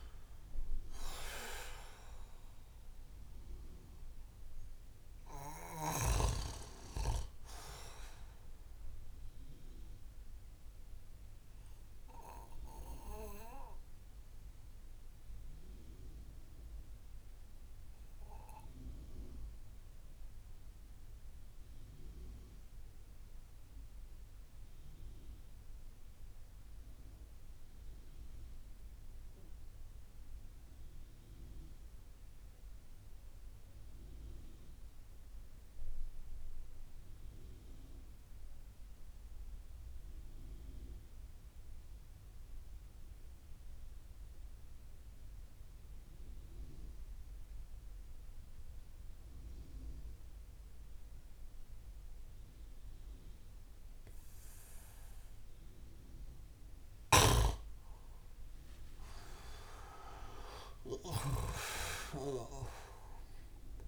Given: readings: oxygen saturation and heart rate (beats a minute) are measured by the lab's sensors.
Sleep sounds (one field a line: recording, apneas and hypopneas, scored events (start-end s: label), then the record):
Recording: breathing in sleep by a room microphone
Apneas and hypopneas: 1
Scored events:
0.00-21.00 s: oxygen desaturation (device-marked, oxygen 88% lowest)
9.00-59.50 s: obstructive apnea (oxygen 95% before, 85% lowest)
40.00-63.88 s: oxygen desaturation (device-marked, oxygen 98% before, 85% lowest)
56.50-63.88 s: snoring (device-marked)
61.00-63.88 s: arousal
From the record:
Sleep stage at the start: N2 (light sleep)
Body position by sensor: on the back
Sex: male